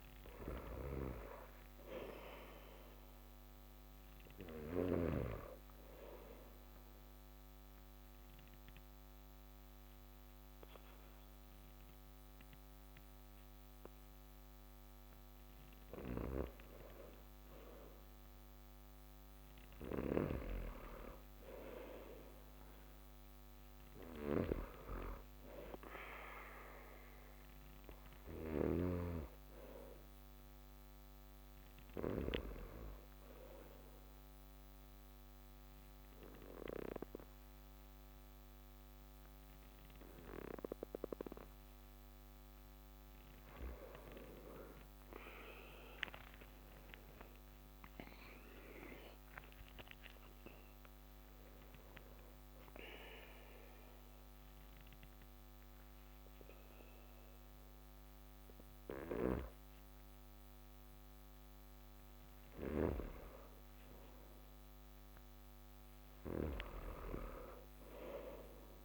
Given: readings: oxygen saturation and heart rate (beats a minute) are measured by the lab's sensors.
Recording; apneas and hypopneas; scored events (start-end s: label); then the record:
breathing in sleep by a microphone on the trachea; 3
0.00-17.00 s: oxygen desaturation (device-marked, oxygen 88% lowest)
7.00-17.00 s: obstructive apnea (oxygen 96% before, 88% lowest)
20.00-29.00 s: snoring (device-marked)
21.50-25.50 s: arousal
30.00-42.00 s: oxygen desaturation (device-marked, oxygen 96% before, 92% lowest)
34.00-44.00 s: obstructive apnea (oxygen 97% before, 90% lowest)
46.50-50.50 s: arousal
52.50-62.50 s: obstructive apnea (oxygen 96% before, 89% lowest)
57.00-68.85 s: oxygen desaturation (device-marked, oxygen 95% before, 90% lowest)
62.50-68.85 s: snoring (device-marked)
67.00-68.85 s: arousal
From the record:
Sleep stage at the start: N2 (light sleep); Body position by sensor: on the back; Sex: male